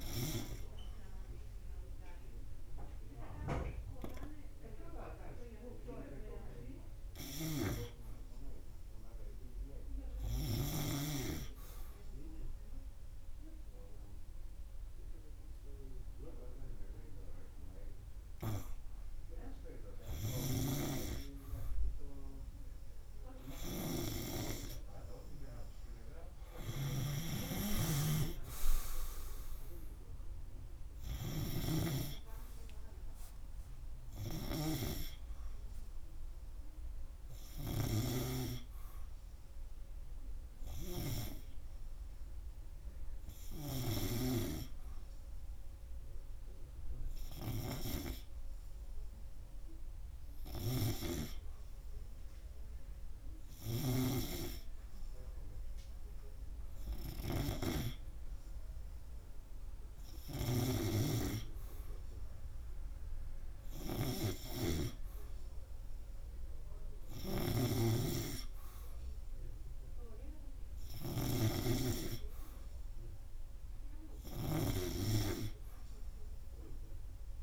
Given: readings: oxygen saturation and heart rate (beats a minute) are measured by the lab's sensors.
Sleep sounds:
breathing in sleep by a room microphone; 1
13.50-24.50 s: hypopnea (oxygen 96% before, 93% lowest, heart rate 85 before, 83 extreme, up 8 after)
25.50-29.50 s: arousal
46.00-68.00 s: oxygen desaturation (device-marked, oxygen 96% before, 93% lowest, heart rate 88 before, 85 extreme)
48.00-54.50 s: snoring (device-marked)
68.00-72.50 s: snoring (device-marked)
70.50-75.00 s: arousal
From the record:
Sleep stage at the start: N2 (light sleep); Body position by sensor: on the right side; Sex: male

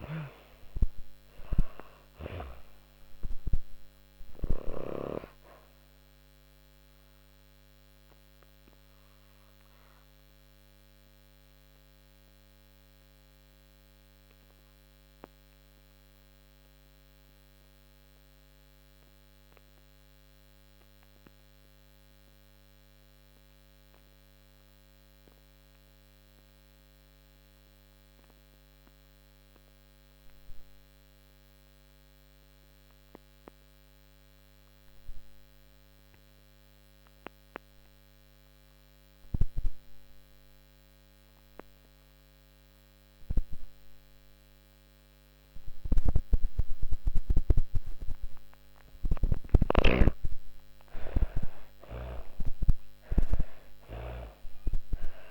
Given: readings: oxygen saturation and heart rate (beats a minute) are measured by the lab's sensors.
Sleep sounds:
breathing in sleep by a microphone on the trachea; 1
0.00-23.50 s: oxygen desaturation (device-marked, oxygen 80% lowest)
4.50-48.00 s: obstructive apnea (oxygen 98% before, 76% lowest)
42.50-55.31 s: oxygen desaturation (device-marked, oxygen 98% before, 76% lowest)
48.00-53.00 s: snoring (device-marked)
49.50-53.00 s: arousal
From the record:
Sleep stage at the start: N2 (light sleep); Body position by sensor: on the back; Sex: female

